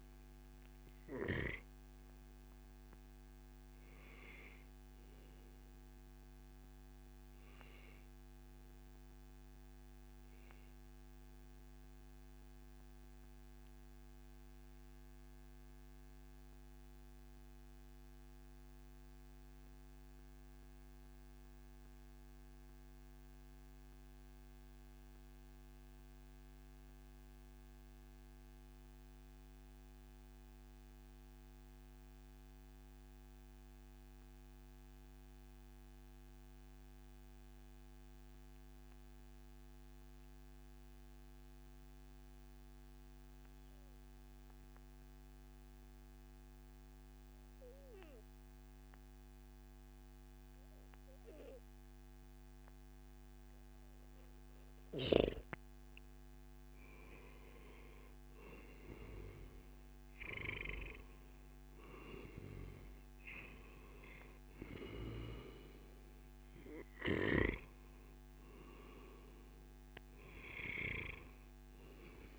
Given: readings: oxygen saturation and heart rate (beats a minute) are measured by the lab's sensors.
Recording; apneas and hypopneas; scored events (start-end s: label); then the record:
breathing in sleep by a microphone on the trachea; 1
0.00-6.00 s: oxygen desaturation (device-marked, oxygen 90% lowest, heart rate 125 extreme)
10.50-52.50 s: mixed apnea (oxygen 96% before, 91% lowest, heart rate 142 before, 140 extreme, up 0 after)
50.00-72.39 s: oxygen desaturation (device-marked, oxygen 98% before, 92% lowest, heart rate 145 before, 140 extreme)
55.50-61.00 s: arousal
From the record:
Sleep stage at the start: REM sleep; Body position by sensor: on the back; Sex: male